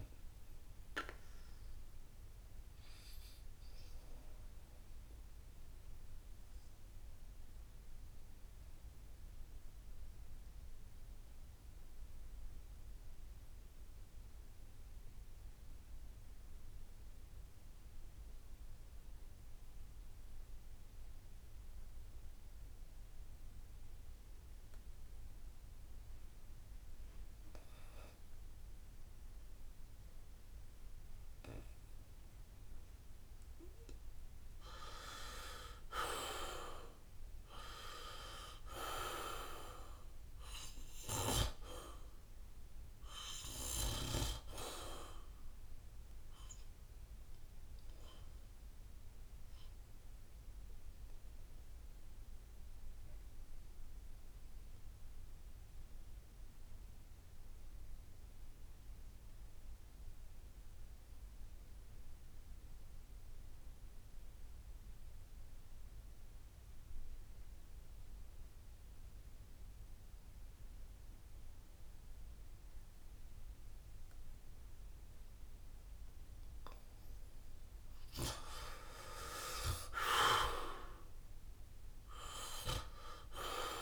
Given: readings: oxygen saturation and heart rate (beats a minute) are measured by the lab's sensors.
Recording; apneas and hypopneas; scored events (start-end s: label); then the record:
breathing in sleep by a room microphone; 2
0.00-9.00 s: oxygen desaturation (device-marked, oxygen 77% lowest, heart rate 64 extreme)
4.50-34.00 s: obstructive apnea (oxygen 90% before, 80% lowest, heart rate 73 before, 67 extreme, up 5 after)
26.00-59.00 s: oxygen desaturation (device-marked, oxygen 96% before, 80% lowest, heart rate 69 before, 67 extreme)
37.50-41.00 s: arousal
51.00-76.00 s: obstructive apnea (oxygen 95% before, 80% lowest, heart rate 72 before, 65 extreme, up 7 after)
57.00-59.00 s: long interval between heartbeats (device-marked, heart rate 71 before, 69 extreme)
61.50-63.50 s: long interval between heartbeats (device-marked, heart rate 70 before, 70 extreme)
72.00-83.82 s: oxygen desaturation (device-marked, oxygen 96% before, 80% lowest, heart rate 70 before, 65 extreme)
78.00-80.50 s: arousal
From the record:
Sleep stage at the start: N2 (light sleep); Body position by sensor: on the back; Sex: male